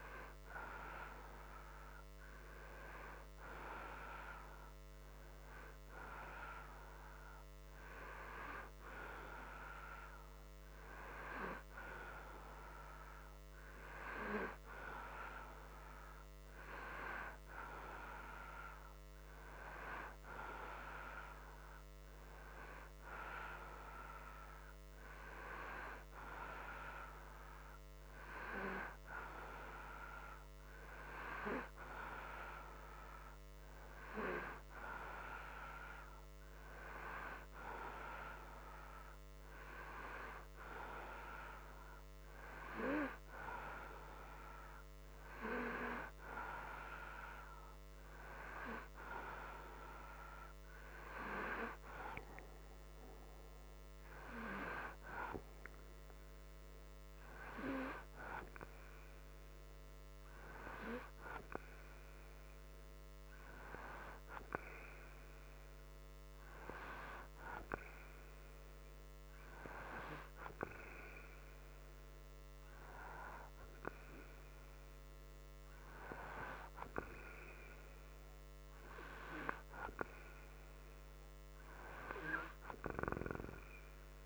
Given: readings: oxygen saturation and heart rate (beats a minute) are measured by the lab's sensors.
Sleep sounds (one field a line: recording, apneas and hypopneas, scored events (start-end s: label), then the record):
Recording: breathing in sleep by a microphone on the trachea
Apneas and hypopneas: none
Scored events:
none scored
From the record:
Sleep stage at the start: N2 (light sleep)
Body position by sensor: upright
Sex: male